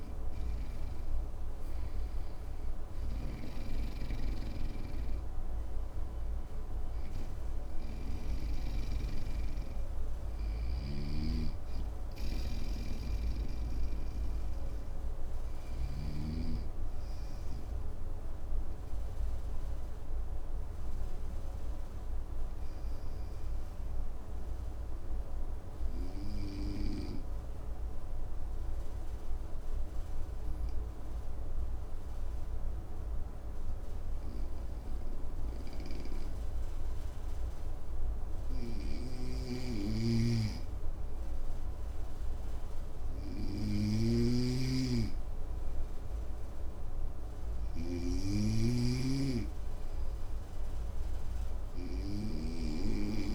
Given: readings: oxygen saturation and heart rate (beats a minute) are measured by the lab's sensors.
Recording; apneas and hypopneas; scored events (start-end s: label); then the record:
breathing in sleep by a room microphone; 1
0.00-4.50 s: arousal
0.00-15.50 s: snoring (device-marked)
0.00-25.00 s: oxygen desaturation (device-marked, oxygen 94% lowest, heart rate 56 extreme)
16.50-38.00 s: obstructive apnea (oxygen 98% before, 93% lowest, heart rate 63 before, 56 extreme, up 1 after)
39.00-48.00 s: snoring (device-marked)
40.00-43.50 s: arousal
43.00-53.35 s: oxygen desaturation (device-marked, oxygen 99% before, 94% lowest, heart rate 57 before, 55 extreme)
From the record:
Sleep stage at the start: N2 (light sleep); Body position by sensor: on the front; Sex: male